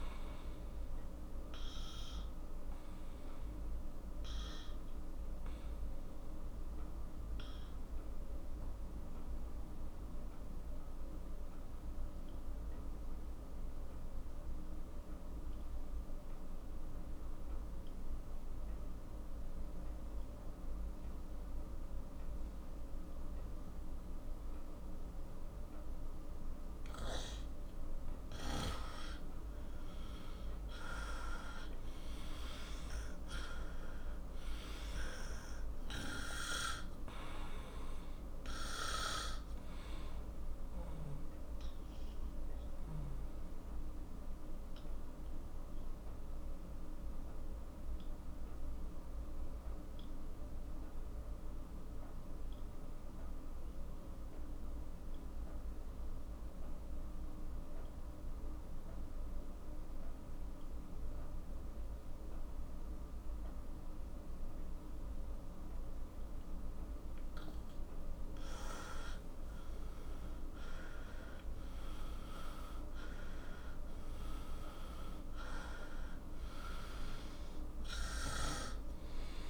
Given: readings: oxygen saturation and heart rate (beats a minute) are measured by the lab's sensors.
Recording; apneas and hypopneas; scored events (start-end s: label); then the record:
breathing in sleep by a room microphone; 2
0.00-14.50 s: oxygen desaturation (device-marked, oxygen 91% lowest, heart rate 41 extreme)
1.50-28.00 s: obstructive apnea (oxygen 98% before, 91% lowest, heart rate 56 before, 41 extreme, up 11 after)
27.50-52.50 s: oxygen desaturation (device-marked, oxygen 98% before, 92% lowest, heart rate 47 before, 43 extreme)
30.00-34.00 s: arousal
41.50-68.50 s: obstructive apnea (oxygen 98% before, 91% lowest, heart rate 56 before, 40 extreme, up 16 after)
65.50-79.50 s: oxygen desaturation (device-marked, oxygen 98% before, 91% lowest, heart rate 45 before, 40 extreme)
70.00-74.00 s: arousal
From the record:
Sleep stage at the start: N2 (light sleep); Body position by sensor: on the right side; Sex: male